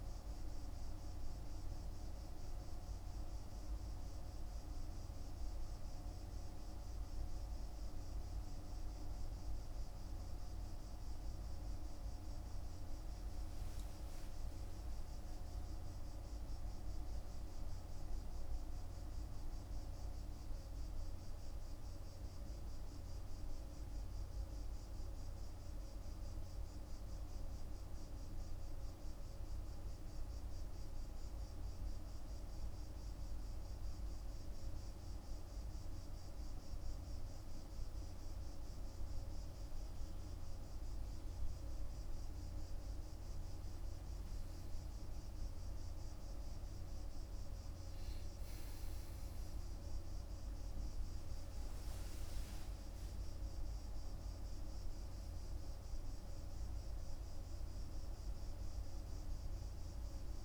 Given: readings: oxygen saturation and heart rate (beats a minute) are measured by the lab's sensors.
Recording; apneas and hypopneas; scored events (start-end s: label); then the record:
breathing in sleep, hard to hear, by a room microphone; 1
12.50-17.00 s: arousal
25.50-41.00 s: hypopnea (oxygen 97% before, 94% lowest, heart rate 52 before, 46 extreme, up 12 after)
43.50-48.00 s: arousal
49.00-60.45 s: oxygen desaturation (device-marked, oxygen 98% before, 94% lowest, heart rate 50 before, 48 extreme)
From the record:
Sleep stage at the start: N2 (light sleep); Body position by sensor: on the back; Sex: male